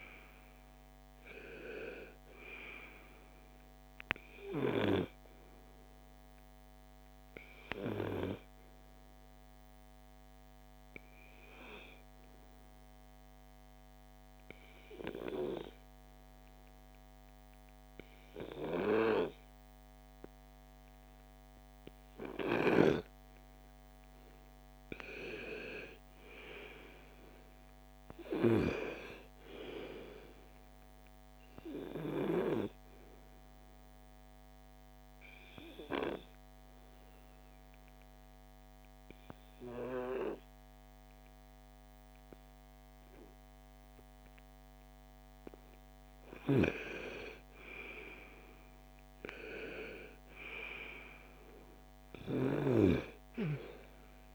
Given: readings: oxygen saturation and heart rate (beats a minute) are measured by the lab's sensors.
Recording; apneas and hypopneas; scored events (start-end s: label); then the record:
breathing in sleep by a microphone on the trachea; 2
0.00-1.00 s: arousal
5.50-18.50 s: oxygen desaturation (device-marked, oxygen 97% before, 90% lowest, heart rate 59 before, 55 extreme)
9.50-22.50 s: obstructive apnea (oxygen 97% before, 90% lowest, heart rate 60 before, 56 extreme, up 5 after)
24.50-28.50 s: arousal
29.50-43.50 s: oxygen desaturation (device-marked, oxygen 98% before, 91% lowest, heart rate 57 before, 54 extreme)
32.50-46.00 s: obstructive apnea (oxygen 98% before, 90% lowest, heart rate 58 before, 54 extreme, up 8 after)
47.00-52.00 s: arousal
From the record:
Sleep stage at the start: N2 (light sleep); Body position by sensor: on the right side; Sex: female